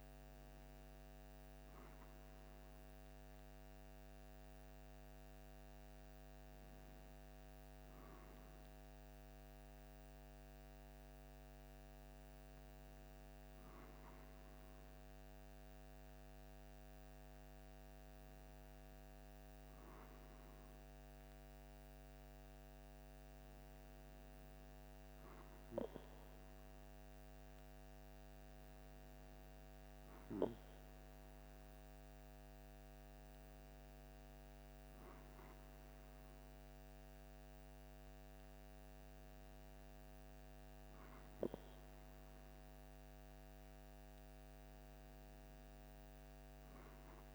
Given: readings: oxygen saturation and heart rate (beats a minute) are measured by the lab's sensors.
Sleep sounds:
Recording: breathing in sleep, hard to hear, by a microphone on the trachea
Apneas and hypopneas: none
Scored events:
none scored
From the record:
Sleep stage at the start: N2 (light sleep)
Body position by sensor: on the back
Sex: male

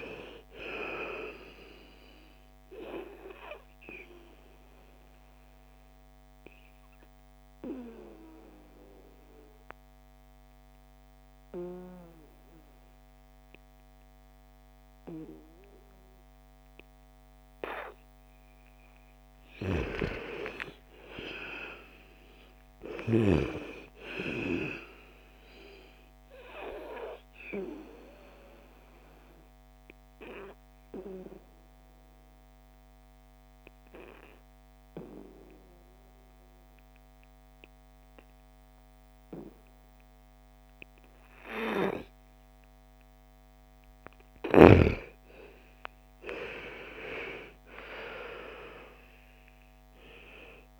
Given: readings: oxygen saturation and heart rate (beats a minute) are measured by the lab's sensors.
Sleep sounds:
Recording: breathing in sleep by a microphone on the trachea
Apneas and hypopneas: 2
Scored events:
1.00-15.00 s: oxygen desaturation (device-marked, oxygen 98% before, 86% lowest, heart rate 56 before, 55 extreme)
4.50-19.50 s: obstructive apnea (oxygen 99% before, 85% lowest, heart rate 58 before, 55 extreme, up 10 after)
21.00-24.50 s: arousal
27.50-43.50 s: obstructive apnea (oxygen 99% before, 85% lowest, heart rate 59 before, 55 extreme, up 13 after)
29.00-40.00 s: oxygen desaturation (device-marked, oxygen 98% before, 87% lowest, heart rate 59 before, 55 extreme)
45.50-49.00 s: arousal
From the record:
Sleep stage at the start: N2 (light sleep)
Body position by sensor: on the back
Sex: female

